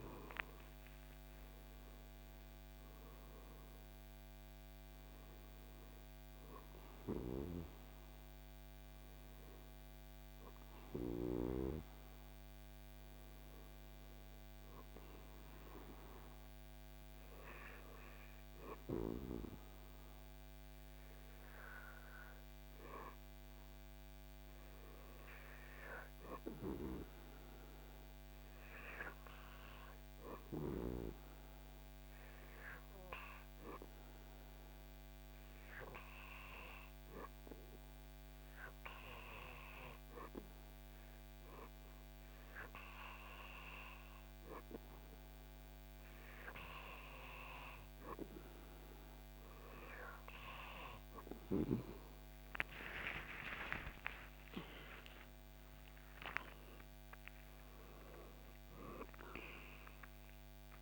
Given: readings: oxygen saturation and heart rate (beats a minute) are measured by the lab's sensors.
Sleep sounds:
breathing in sleep by a microphone on the trachea; 1
22.00-49.50 s: hypopnea (oxygen 96% before, 90% lowest, heart rate 81 before, 68 extreme, up 15 after)
40.50-60.82 s: oxygen desaturation (device-marked, oxygen 96% before, 90% lowest, heart rate 78 before, 68 extreme)
52.00-56.00 s: arousal
From the record:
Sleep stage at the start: N2 (light sleep); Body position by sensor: on the back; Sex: male

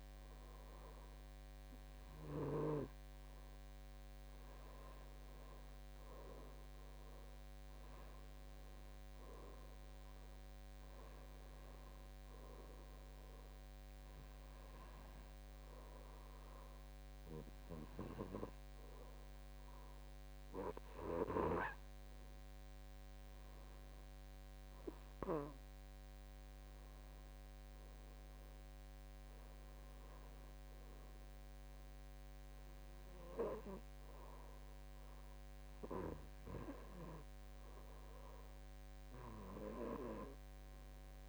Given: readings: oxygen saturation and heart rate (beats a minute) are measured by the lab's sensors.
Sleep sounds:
breathing in sleep by a microphone on the trachea; none
none scored
From the record:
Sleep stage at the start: N2 (light sleep); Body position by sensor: on the back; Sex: male

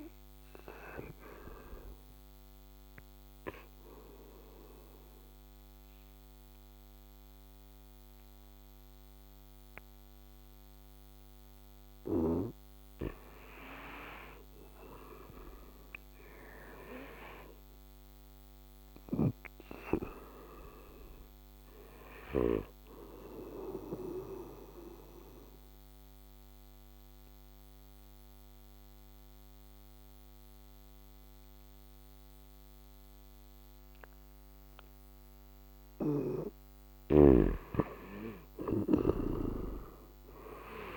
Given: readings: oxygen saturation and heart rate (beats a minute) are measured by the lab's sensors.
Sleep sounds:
breathing in sleep by a microphone on the trachea; 2
0.00-15.50 s: oxygen desaturation (device-marked, oxygen 88% lowest, heart rate 66 extreme)
1.50-11.50 s: obstructive apnea (oxygen 97% before, 86% lowest, heart rate 79 before, 66 extreme, up 6 after)
13.50-16.50 s: arousal
21.50-39.50 s: oxygen desaturation (device-marked, oxygen 97% before, 88% lowest, heart rate 81 before, 66 extreme)
23.00-36.50 s: obstructive apnea (oxygen 97% before, 86% lowest, heart rate 80 before, 66 extreme, up 14 after)
38.00-40.97 s: arousal
From the record:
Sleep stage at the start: N2 (light sleep); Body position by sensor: on the right side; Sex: male

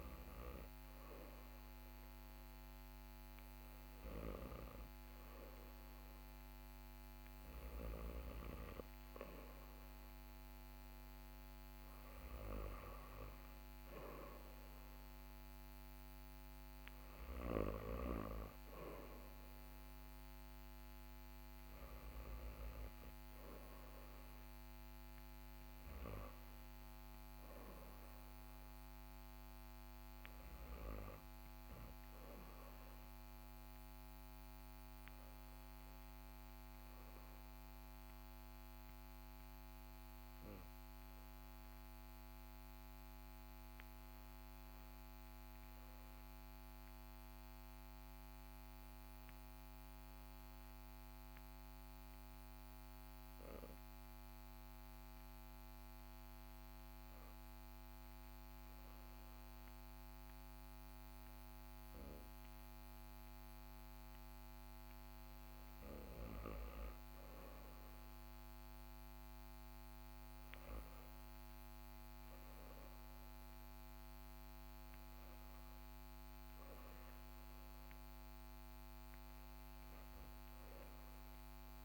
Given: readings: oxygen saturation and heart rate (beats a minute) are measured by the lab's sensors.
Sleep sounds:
breathing in sleep by a microphone on the trachea; 1
5.50-18.50 s: oxygen desaturation (device-marked, oxygen 96% before, 92% lowest, heart rate 42 before, 41 extreme)
42.00-63.00 s: hypopnea (oxygen 93% before, 92% lowest, heart rate 42 before, 40 extreme, up 1 after)
64.50-68.00 s: arousal
From the record:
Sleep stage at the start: REM sleep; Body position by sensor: on the back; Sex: male

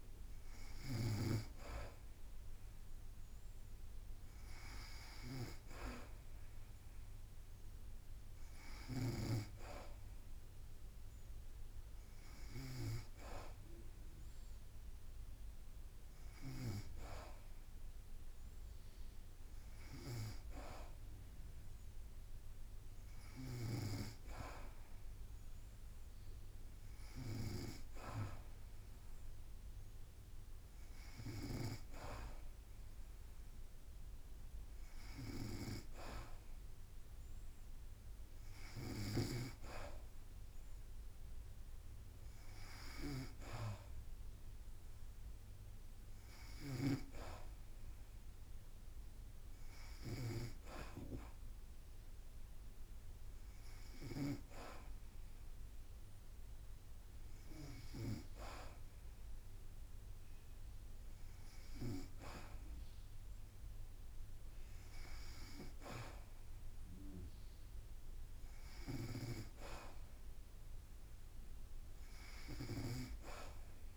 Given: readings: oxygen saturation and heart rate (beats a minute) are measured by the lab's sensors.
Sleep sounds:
breathing in sleep by a room microphone; none
0.00-1.50 s: snoring (device-marked)
27.50-29.50 s: long interval between heartbeats (device-marked, heart rate 57 before, 66 extreme)
72.50-73.96 s: snoring (device-marked)
From the record:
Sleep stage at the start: N2 (light sleep); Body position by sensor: on the back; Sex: female

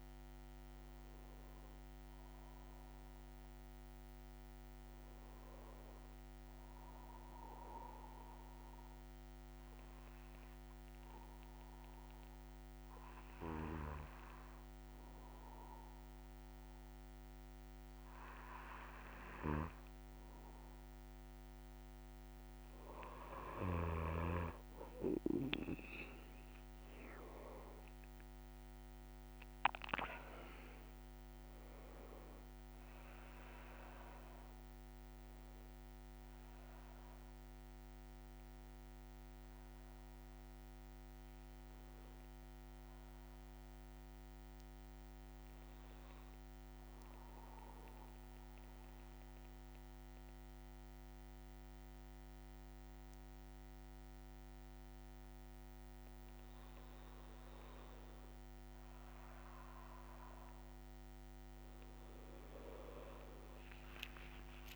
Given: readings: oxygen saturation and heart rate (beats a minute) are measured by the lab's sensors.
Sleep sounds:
breathing in sleep by a microphone on the trachea; 2
7.50-19.00 s: obstructive apnea (oxygen 98% before, 93% lowest, heart rate 122 before, 69 extreme, up 38 after)
29.50-53.50 s: oxygen desaturation (device-marked, oxygen 96% before, 93% lowest, heart rate 104 before, 68 extreme)
46.50-58.00 s: mixed apnea (oxygen 97% before, 93% lowest, heart rate 124 before, 68 extreme, up 9 after)
From the record:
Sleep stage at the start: N2 (light sleep); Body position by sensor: on the back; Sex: male

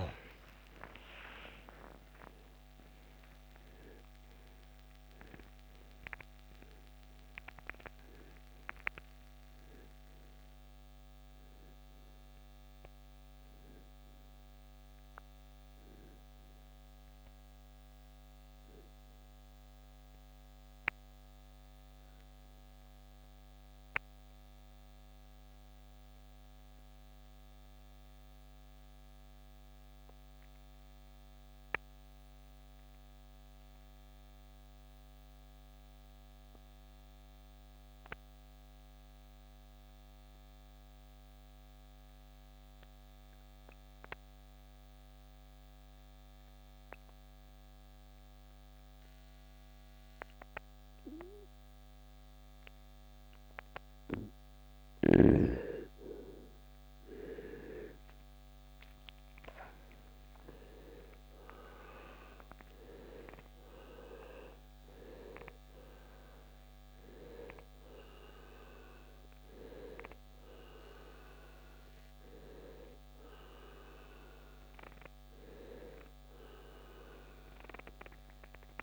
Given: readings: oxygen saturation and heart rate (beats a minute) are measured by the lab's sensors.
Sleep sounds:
breathing in sleep by a microphone on the trachea; 1
0.00-14.00 s: oxygen desaturation (device-marked, oxygen 94% lowest, heart rate 63 extreme)
21.50-53.50 s: mixed apnea (oxygen 97% before, 81% lowest, heart rate 86 before, 43 extreme, up 19 after)
26.00-44.00 s: oxygen desaturation (device-marked, oxygen 96% before, 82% lowest, heart rate 79 before, 43 extreme)
57.00-62.00 s: arousal
From the record:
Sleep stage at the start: N2 (light sleep); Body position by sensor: on the right side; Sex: male

